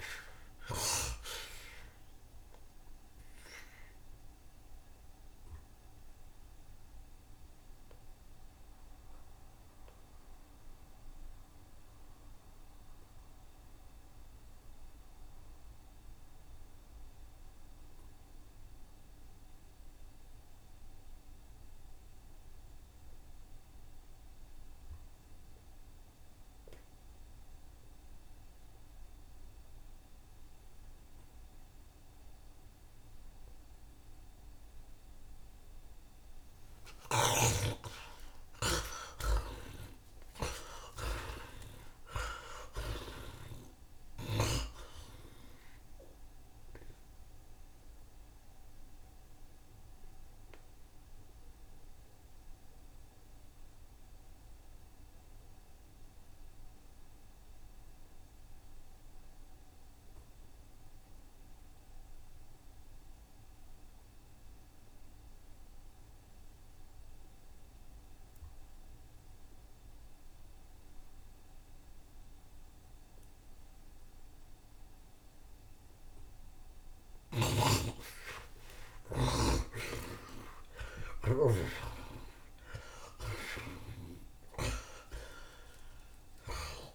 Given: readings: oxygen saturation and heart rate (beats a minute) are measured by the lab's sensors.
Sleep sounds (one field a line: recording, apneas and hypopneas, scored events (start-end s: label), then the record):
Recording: breathing in sleep by a room microphone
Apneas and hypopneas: 2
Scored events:
0.00-2.00 s: arousal
0.00-24.00 s: oxygen desaturation (device-marked, oxygen 53% lowest, heart rate 57 extreme)
3.00-36.50 s: obstructive apnea (oxygen 81% before, 47% lowest, heart rate 76 before, 66 extreme, up 43 after)
21.00-23.00 s: long interval between heartbeats (device-marked, heart rate 83 before, 84 extreme)
26.00-28.00 s: long interval between heartbeats (device-marked, heart rate 81 before, 66 extreme)
26.00-62.00 s: oxygen desaturation (device-marked, oxygen 81% before, 50% lowest, heart rate 81 before, 65 extreme)
36.00-40.00 s: tachycardia (device-marked, heart rate 83 before, 103 extreme)
37.50-39.50 s: long interval between heartbeats (device-marked, heart rate 76 before, 96 extreme)
37.50-41.50 s: arousal
40.00-42.00 s: long interval between heartbeats (device-marked, heart rate 79 before, 109 extreme)
48.00-77.00 s: mixed apnea (oxygen 81% before, 47% lowest, heart rate 85 before, 65 extreme, up 7 after)
61.50-63.50 s: long interval between heartbeats (device-marked, heart rate 85 before, 75 extreme)
64.00-86.95 s: oxygen desaturation (device-marked, oxygen 84% before, 47% lowest, heart rate 80 before, 57 extreme)
77.50-82.00 s: snoring (device-marked)
79.00-84.00 s: arousal
83.00-86.95 s: tachycardia (device-marked, heart rate 83 before, 121 extreme)
From the record:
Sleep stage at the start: N2 (light sleep)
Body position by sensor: on the right side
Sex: male